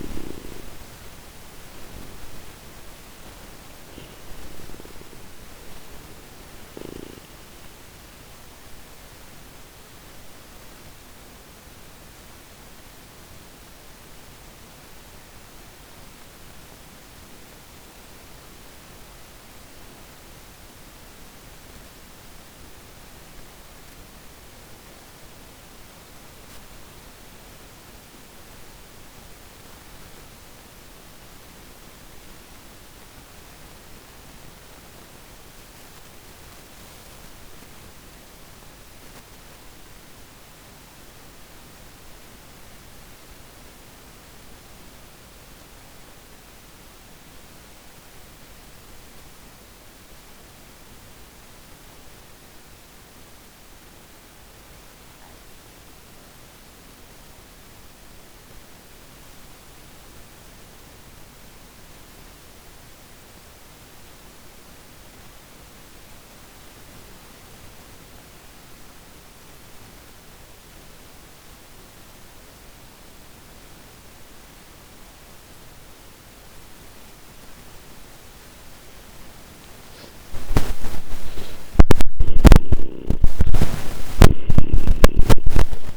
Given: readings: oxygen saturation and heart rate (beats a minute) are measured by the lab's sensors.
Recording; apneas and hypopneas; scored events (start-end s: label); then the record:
breathing in sleep by a microphone on the trachea; 1
0.00-45.00 s: oxygen desaturation (device-marked, oxygen 79% lowest)
5.50-76.50 s: mixed apnea (oxygen 98% before, 78% lowest)
74.00-85.96 s: oxygen desaturation (device-marked, oxygen 97% before, 78% lowest)
80.00-85.96 s: arousal
From the record:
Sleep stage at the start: N2 (light sleep); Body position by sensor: on the back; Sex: male